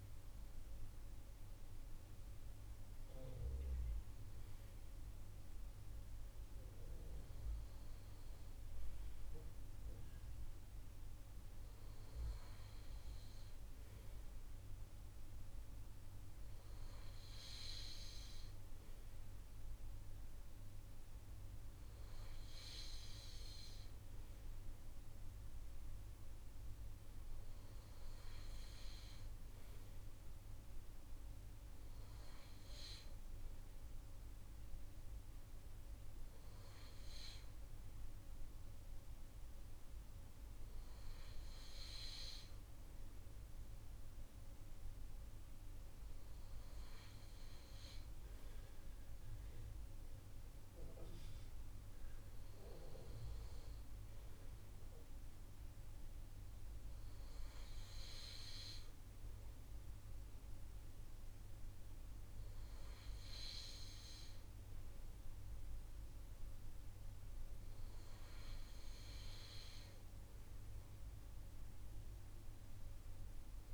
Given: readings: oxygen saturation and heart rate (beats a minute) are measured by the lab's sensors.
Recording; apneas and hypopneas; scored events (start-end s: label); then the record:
breathing in sleep by a room microphone; none
none scored
From the record:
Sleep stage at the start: N2 (light sleep); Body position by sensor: on the right side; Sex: male